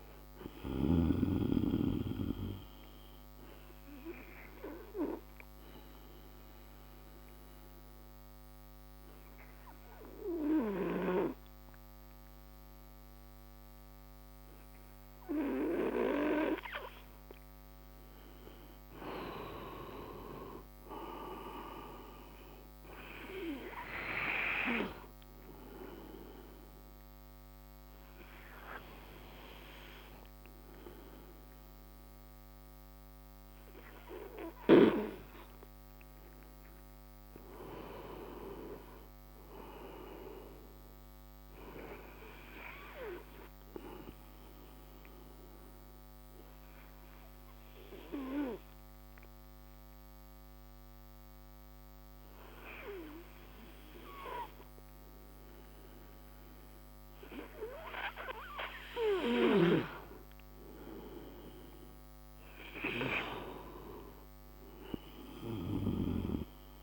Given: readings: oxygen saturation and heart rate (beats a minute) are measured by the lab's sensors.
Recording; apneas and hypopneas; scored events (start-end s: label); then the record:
breathing in sleep by a microphone on the trachea; 3
0.00-13.50 s: oxygen desaturation (device-marked, oxygen 92% lowest, heart rate 37 extreme)
4.50-18.50 s: obstructive apnea (oxygen 97% before, 89% lowest, heart rate 69 before, 37 extreme, up 39 after)
20.50-23.50 s: arousal
27.00-37.00 s: obstructive apnea (oxygen 97% before, 88% lowest, heart rate 56 before, 54 extreme, up 10 after)
28.50-40.50 s: oxygen desaturation (device-marked, oxygen 95% before, 89% lowest, heart rate 56 before, 54 extreme)
38.50-41.50 s: arousal
44.50-59.00 s: obstructive apnea (oxygen 97% before, 88% lowest, heart rate 68 before, 41 extreme, up 33 after)
60.50-64.00 s: arousal
From the record:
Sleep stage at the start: N2 (light sleep); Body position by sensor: on the right side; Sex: male